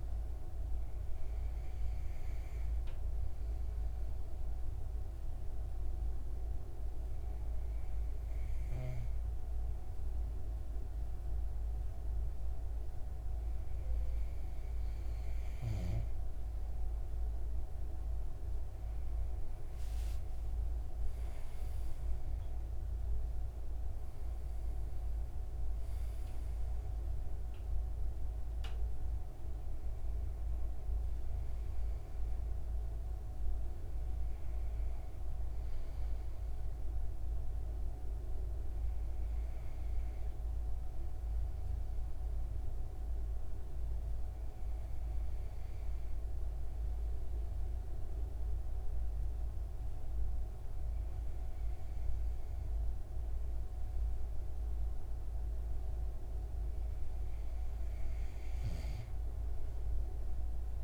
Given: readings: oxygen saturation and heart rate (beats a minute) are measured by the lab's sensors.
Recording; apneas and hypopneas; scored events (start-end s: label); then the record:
breathing in sleep, hard to hear, by a room microphone; 1
0.00-12.00 s: oxygen desaturation (device-marked, oxygen 93% lowest, heart rate 26 extreme)
5.00-16.50 s: hypopnea (oxygen 97% before, 93% lowest, heart rate 65 before, 26 extreme, up 3 after)
18.00-23.00 s: arousal
From the record:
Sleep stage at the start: N2 (light sleep); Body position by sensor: on the back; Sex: male